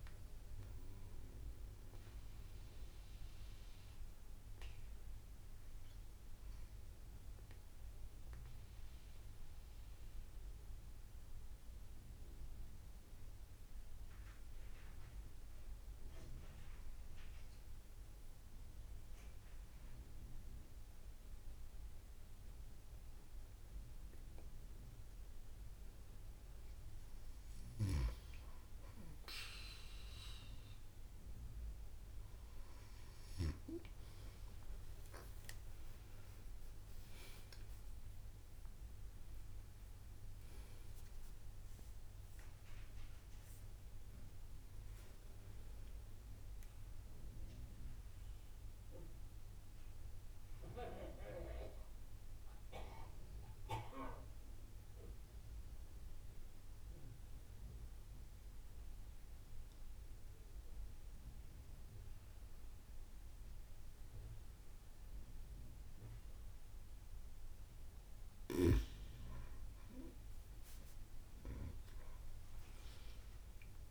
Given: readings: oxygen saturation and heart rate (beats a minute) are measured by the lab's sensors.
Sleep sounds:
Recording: breathing in sleep by a room microphone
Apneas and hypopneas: 2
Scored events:
1.50-26.50 s: obstructive apnea (oxygen 97% before, 92% lowest)
14.00-16.00 s: long interval between heartbeats (device-marked)
31.00-59.00 s: oxygen desaturation (device-marked, oxygen 96% before, 92% lowest)
33.00-40.00 s: arousal
42.50-44.50 s: long interval between heartbeats (device-marked)
46.00-48.00 s: long interval between heartbeats (device-marked)
47.00-68.00 s: mixed apnea (oxygen 96% before, 92% lowest)
61.50-63.50 s: long interval between heartbeats (device-marked)
70.00-73.91 s: arousal
72.00-73.91 s: long interval between heartbeats (device-marked)
From the record:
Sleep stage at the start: N2 (light sleep)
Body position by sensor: on the right side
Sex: female

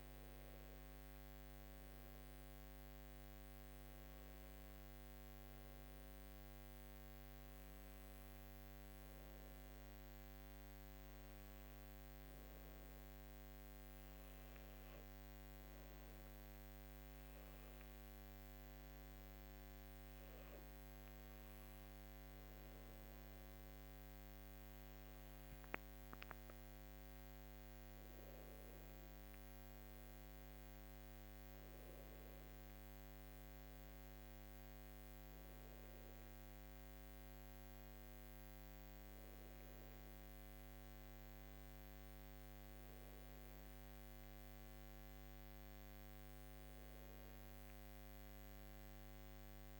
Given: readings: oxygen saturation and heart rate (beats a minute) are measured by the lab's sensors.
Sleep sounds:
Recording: breathing in sleep, hard to hear, by a microphone on the trachea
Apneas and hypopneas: none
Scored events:
none scored
From the record:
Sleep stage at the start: N2 (light sleep)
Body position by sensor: on the left side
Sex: female

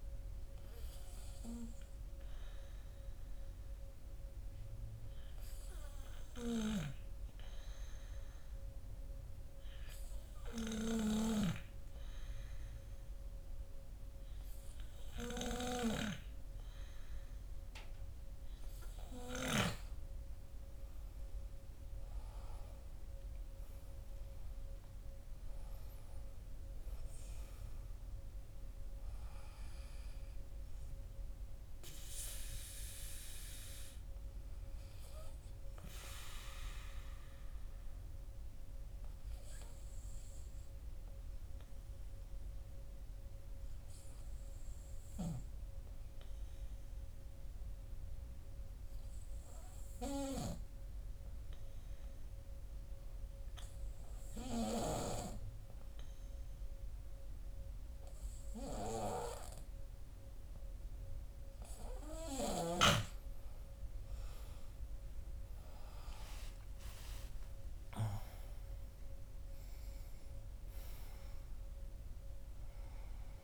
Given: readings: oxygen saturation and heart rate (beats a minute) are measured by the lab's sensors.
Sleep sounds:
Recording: breathing in sleep by a room microphone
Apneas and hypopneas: 2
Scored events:
1.50-15.00 s: hypopnea (oxygen 95% before, 94% lowest, heart rate 52 before, 50 extreme, up 7 after)
19.00-37.00 s: oxygen desaturation (device-marked, oxygen 98% before, 94% lowest, heart rate 63 before, 50 extreme)
21.50-25.50 s: arousal
36.50-60.00 s: hypopnea (oxygen 98% before, 94% lowest, heart rate 62 before, 53 extreme, up 19 after)
64.00-68.00 s: arousal
From the record:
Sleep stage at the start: N2 (light sleep)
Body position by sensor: on the back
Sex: male

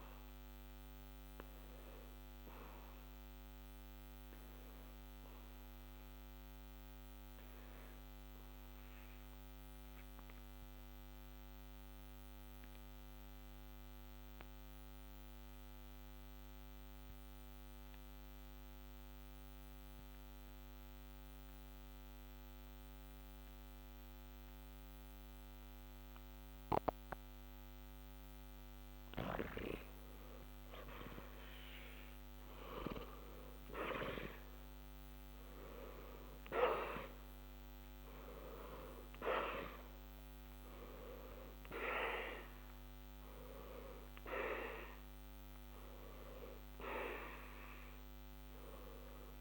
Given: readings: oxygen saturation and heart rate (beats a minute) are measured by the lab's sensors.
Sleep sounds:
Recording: breathing in sleep by a microphone on the trachea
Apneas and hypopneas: 1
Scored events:
2.00-5.50 s: arousal
10.00-28.50 s: mixed apnea (oxygen 93% before, 84% lowest, heart rate 60 before, 60 extreme, up 0 after)
31.50-35.00 s: arousal
From the record:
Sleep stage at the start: N2 (light sleep)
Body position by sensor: on the back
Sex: male

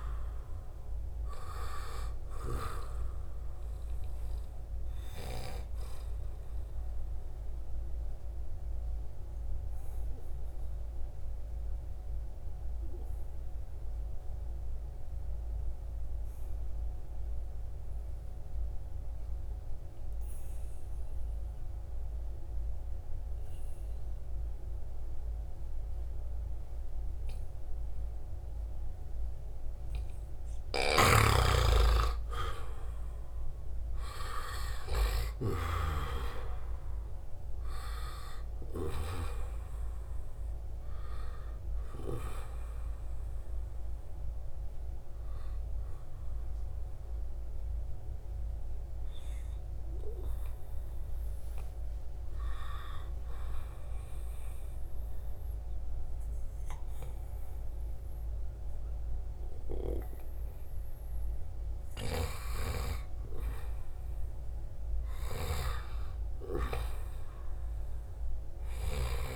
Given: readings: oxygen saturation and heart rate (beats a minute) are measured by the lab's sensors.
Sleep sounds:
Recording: breathing in sleep by a room microphone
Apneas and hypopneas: 2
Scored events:
0.00-16.50 s: oxygen desaturation (device-marked, oxygen 91% lowest, heart rate 68 extreme)
5.50-30.50 s: obstructive apnea (oxygen 96% before, 90% lowest, heart rate 76 before, 68 extreme, up 7 after)
31.00-36.00 s: snoring (device-marked)
31.50-36.50 s: arousal
34.50-60.50 s: oxygen desaturation (device-marked, oxygen 96% before, 90% lowest, heart rate 72 before, 78 extreme)
44.00-60.00 s: hypopnea (oxygen 97% before, 88% lowest, heart rate 74 before, 78 extreme, up 0 after)
63.00-68.00 s: arousal
From the record:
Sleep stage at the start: N2 (light sleep)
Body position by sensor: on the right side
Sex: male

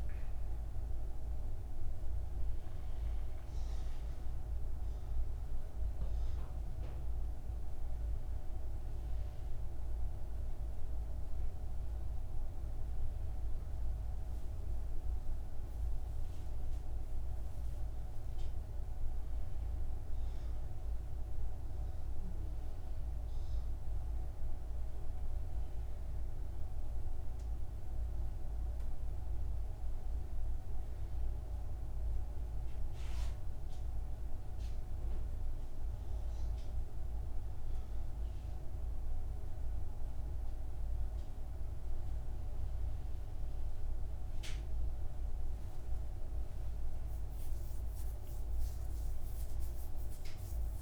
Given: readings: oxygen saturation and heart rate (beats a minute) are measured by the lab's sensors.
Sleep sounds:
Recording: breathing in sleep, hard to hear, by a room microphone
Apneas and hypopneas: none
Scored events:
11.50-17.50 s: oxygen desaturation (device-marked, oxygen 97% before, 94% lowest, heart rate 70 before, 60 extreme)
42.50-50.82 s: new sleep stage, awake
From the record:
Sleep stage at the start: N2 (light sleep)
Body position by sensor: on the back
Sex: male

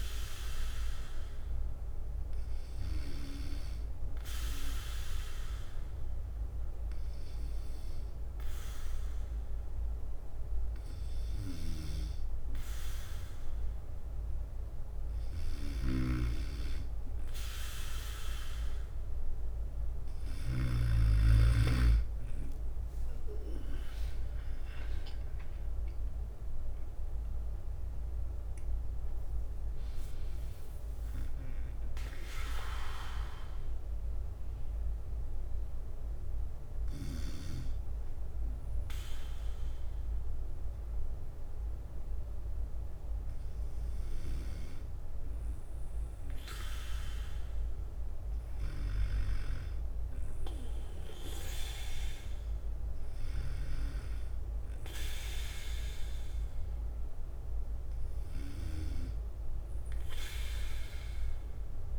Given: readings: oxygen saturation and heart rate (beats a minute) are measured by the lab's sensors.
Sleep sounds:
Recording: breathing in sleep by a room microphone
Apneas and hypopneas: 1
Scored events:
0.00-17.50 s: bradycardia (device-marked, heart rate 56 extreme)
2.00-14.00 s: hypopnea (oxygen 94% before, 90% lowest, heart rate 57 before, 58 extreme, up 4 after)
23.00-28.00 s: arousal
25.50-36.50 s: oxygen desaturation (device-marked, oxygen 93% before, 90% lowest, heart rate 59 before, 57 extreme)
26.50-42.50 s: drop in pulse transit time (device-marked, heart rate 60 before, 58 extreme)
36.50-49.50 s: bradycardia (device-marked, heart rate 59 before, 57 extreme)
56.50-61.99 s: bradycardia (device-marked, heart rate 59 before, 52 extreme)
From the record:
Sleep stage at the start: N2 (light sleep)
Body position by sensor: on the back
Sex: male

